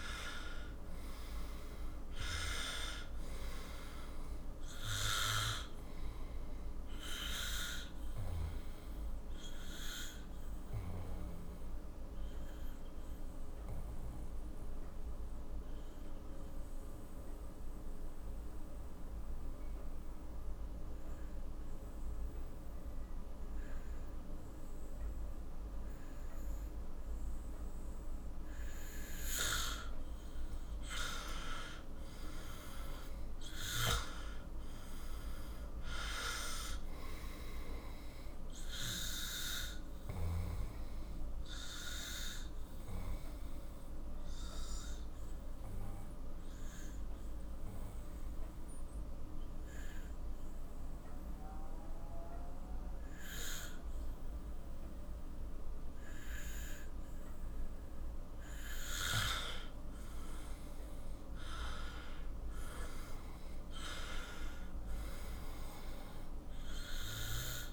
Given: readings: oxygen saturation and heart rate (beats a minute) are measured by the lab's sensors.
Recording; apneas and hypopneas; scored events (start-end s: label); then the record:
breathing in sleep by a room microphone; 2
0.00-20.00 s: oxygen desaturation (device-marked, oxygen 97% before, 92% lowest, heart rate 51 before, 41 extreme)
10.00-29.50 s: obstructive apnea (oxygen 97% before, 92% lowest, heart rate 54 before, 41 extreme, up 14 after)
31.00-34.00 s: arousal
33.00-55.00 s: oxygen desaturation (device-marked, oxygen 97% before, 92% lowest, heart rate 47 before, 44 extreme)
39.50-58.00 s: obstructive apnea (oxygen 97% before, 92% lowest, heart rate 51 before, 44 extreme, up 13 after)
60.50-63.50 s: arousal
From the record:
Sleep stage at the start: N2 (light sleep); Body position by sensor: on the back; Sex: male